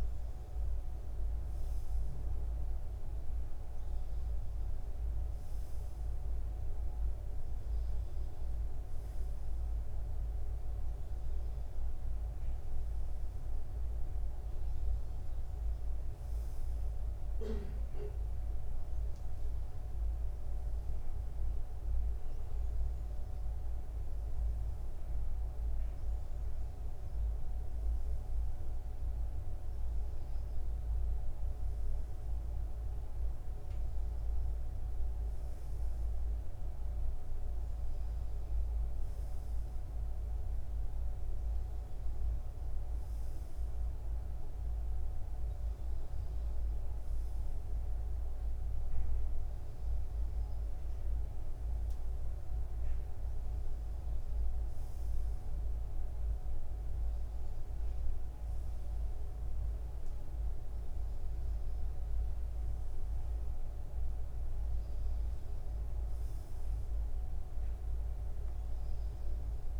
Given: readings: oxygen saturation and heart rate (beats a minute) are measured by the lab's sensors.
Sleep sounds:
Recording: breathing in sleep, hard to hear, by a room microphone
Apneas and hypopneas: none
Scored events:
none scored
From the record:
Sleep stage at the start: N2 (light sleep)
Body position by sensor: on the front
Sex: male

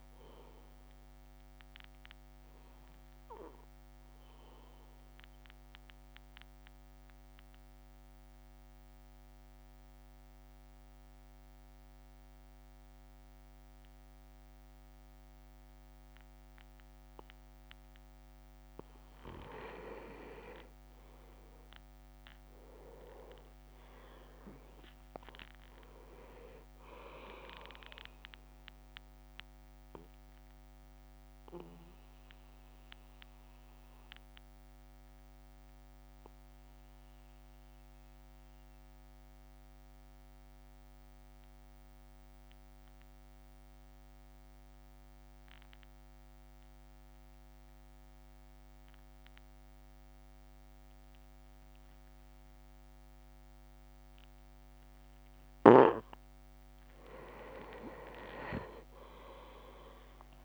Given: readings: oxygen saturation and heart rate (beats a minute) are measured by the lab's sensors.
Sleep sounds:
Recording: breathing in sleep by a microphone on the trachea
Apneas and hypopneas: 2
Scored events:
0.00-2.50 s: drop in pulse transit time (device-marked, heart rate 51 extreme)
2.50-20.00 s: mixed apnea (oxygen 100% before, 95% lowest, heart rate 55 before, 49 extreme, up 8 after)
20.50-21.50 s: leg movement (device-marked)
21.50-34.50 s: drop in pulse transit time (device-marked, heart rate 53 before, 49 extreme)
22.50-24.00 s: leg movement (device-marked)
22.50-25.50 s: arousal
29.50-55.50 s: mixed apnea (oxygen 99% before, 94% lowest, heart rate 55 before, 50 extreme, up 5 after)
57.50-60.45 s: arousal
57.50-60.45 s: leg movement (device-marked)
58.50-60.45 s: oxygen desaturation (device-marked, oxygen 99% before, 95% lowest, heart rate 54 before, 50 extreme)
From the record:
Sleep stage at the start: N2 (light sleep)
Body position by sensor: on the back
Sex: male

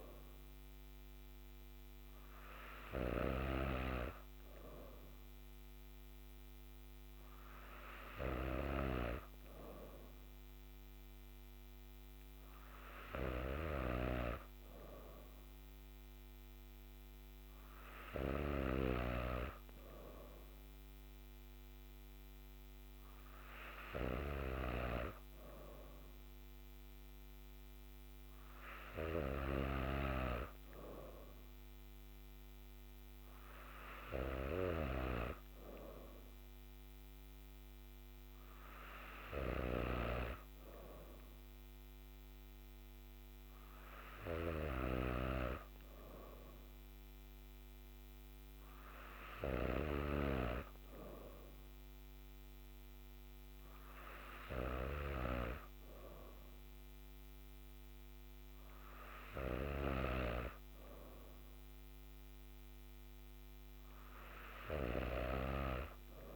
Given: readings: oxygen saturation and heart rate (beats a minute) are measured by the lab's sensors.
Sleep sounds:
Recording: breathing in sleep by a microphone on the trachea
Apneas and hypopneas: none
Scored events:
none scored
From the record:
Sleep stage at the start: N3 (deep sleep)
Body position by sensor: on the back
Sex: female

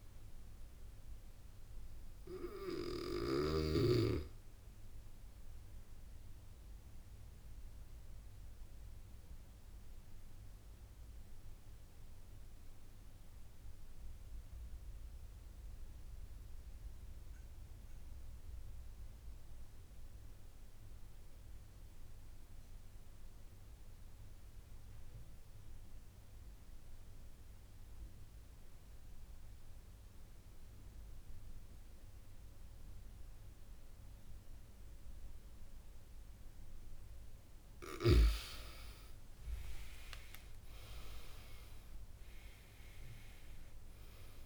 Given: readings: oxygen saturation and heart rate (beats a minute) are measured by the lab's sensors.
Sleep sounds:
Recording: breathing in sleep by a room microphone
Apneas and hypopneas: 1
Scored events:
0.00-7.50 s: oxygen desaturation (device-marked, oxygen 90% lowest)
6.00-36.50 s: obstructive apnea (oxygen 95% before, 91% lowest)
33.50-44.46 s: oxygen desaturation (device-marked, oxygen 97% before, 91% lowest)
40.00-43.00 s: arousal
From the record:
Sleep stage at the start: N2 (light sleep)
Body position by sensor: on the back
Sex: male

